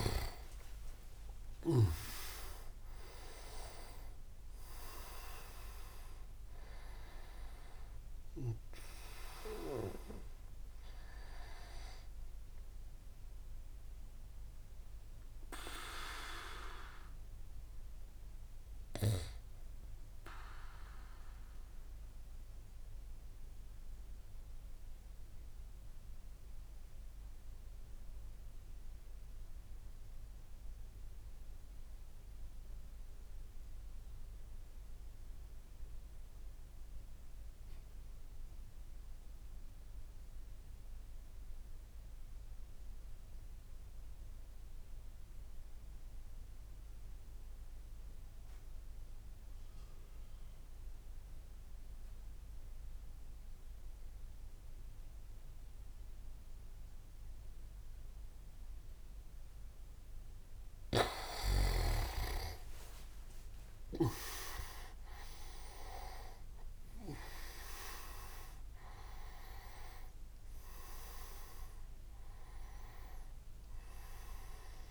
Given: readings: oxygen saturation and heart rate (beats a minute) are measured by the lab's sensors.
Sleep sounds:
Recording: breathing in sleep by a room microphone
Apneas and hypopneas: 1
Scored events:
0.00-1.00 s: leg movement (device-marked)
0.00-3.50 s: arousal
0.00-13.50 s: oxygen desaturation (device-marked, oxygen 94% lowest)
0.00-22.50 s: tachycardia (device-marked)
1.50-4.00 s: leg movement (device-marked)
18.50-58.50 s: mixed apnea (oxygen 98% before, 92% lowest)
51.50-74.91 s: oxygen desaturation (device-marked, oxygen 99% before, 92% lowest)
58.50-74.91 s: tachycardia (device-marked)
61.00-65.00 s: leg movement (device-marked)
62.00-66.50 s: arousal
66.50-70.00 s: leg movement (device-marked)
From the record:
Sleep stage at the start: N2 (light sleep)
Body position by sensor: on the back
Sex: male

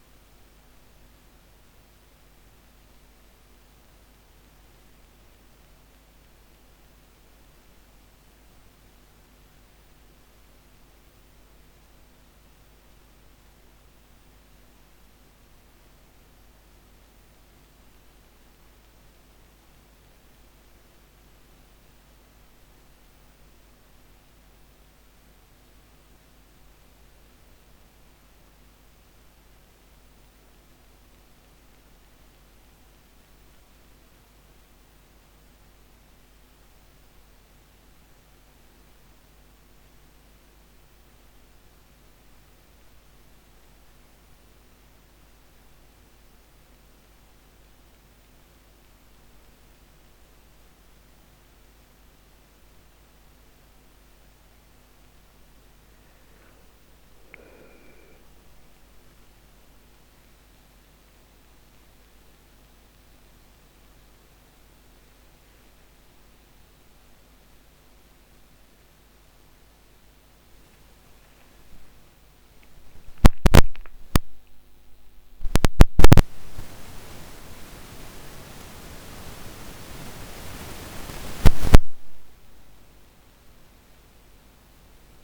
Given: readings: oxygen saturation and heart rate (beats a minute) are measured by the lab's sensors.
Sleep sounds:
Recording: breathing in sleep by a microphone on the trachea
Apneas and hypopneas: none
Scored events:
63.50-69.50 s: arousal
From the record:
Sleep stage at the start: N1 (lightest sleep)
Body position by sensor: on the back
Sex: female

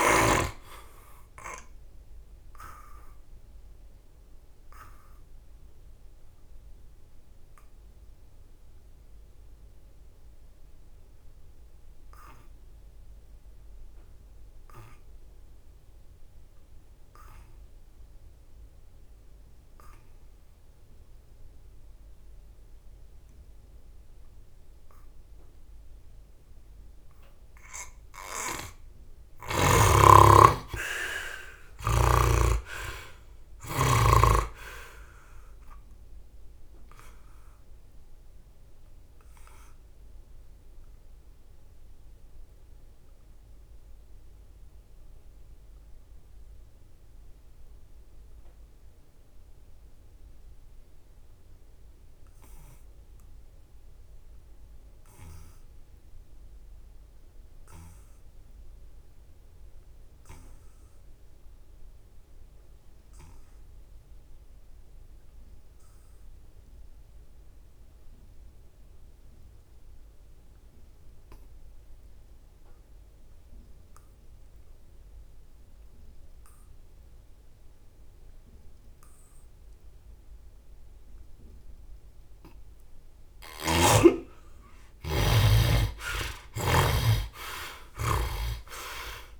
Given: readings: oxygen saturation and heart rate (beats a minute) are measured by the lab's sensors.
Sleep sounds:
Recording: breathing in sleep by a room microphone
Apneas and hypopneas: 2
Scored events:
1.50-26.00 s: obstructive apnea (heart rate 67 before, 63 extreme, up 8 after)
29.50-34.00 s: arousal
36.50-81.50 s: obstructive apnea (heart rate 68 before, 62 extreme, up 16 after)
84.00-87.00 s: arousal
85.50-89.39 s: snoring (device-marked)
From the record:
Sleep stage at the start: N2 (light sleep)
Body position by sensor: on the back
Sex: male

